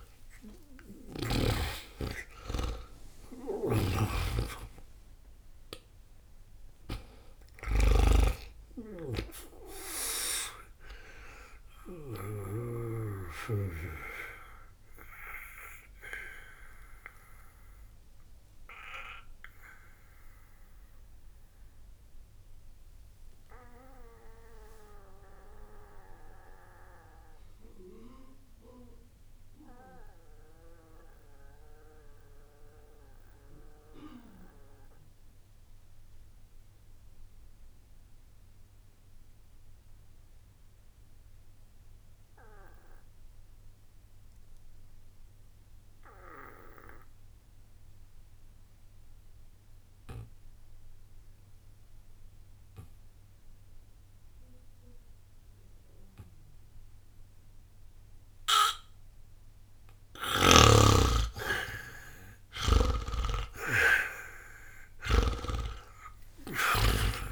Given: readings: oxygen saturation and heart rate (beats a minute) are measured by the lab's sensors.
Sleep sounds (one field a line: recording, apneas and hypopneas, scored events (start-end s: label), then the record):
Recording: breathing in sleep by a room microphone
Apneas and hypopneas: 1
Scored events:
0.00-1.00 s: arousal
0.00-34.50 s: oxygen desaturation (device-marked, oxygen 74% lowest, heart rate 59 extreme)
0.50-12.00 s: snoring (device-marked)
13.50-62.50 s: obstructive apnea (oxygen 94% before, 74% lowest, heart rate 89 before, 59 extreme)
43.50-45.50 s: bradycardia (device-marked, heart rate 62 before, 63 extreme)
54.50-67.32 s: oxygen desaturation (device-marked, oxygen 98% before, 75% lowest, heart rate 61 before, 60 extreme)
62.50-67.32 s: snoring (device-marked)
64.50-67.32 s: arousal
From the record:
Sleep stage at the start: N2 (light sleep)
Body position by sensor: on the back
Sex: male